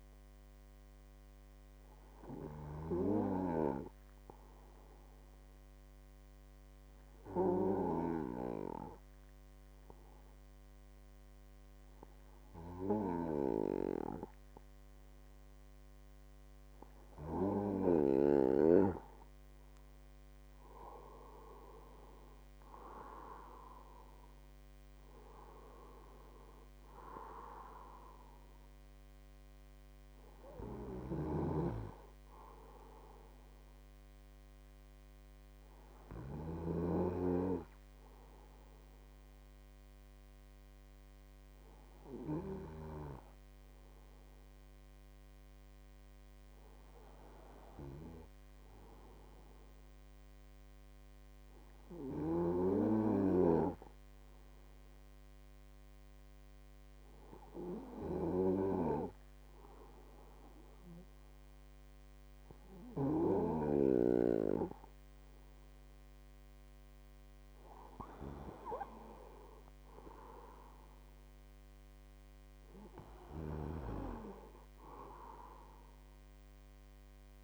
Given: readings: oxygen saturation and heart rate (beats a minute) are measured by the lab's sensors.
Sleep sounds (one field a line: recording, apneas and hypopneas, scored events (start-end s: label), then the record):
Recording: breathing in sleep by a microphone on the trachea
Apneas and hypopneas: 2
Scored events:
0.50-17.00 s: hypopnea (oxygen 97% before, 95% lowest, heart rate 53 before, 50 extreme, up 5 after)
19.50-23.00 s: arousal
49.00-66.00 s: hypopnea (oxygen 98% before, 96% lowest, heart rate 52 before, 50 extreme, up 4 after)
68.00-70.50 s: arousal
From the record:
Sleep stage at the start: N2 (light sleep)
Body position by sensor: on the right side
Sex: male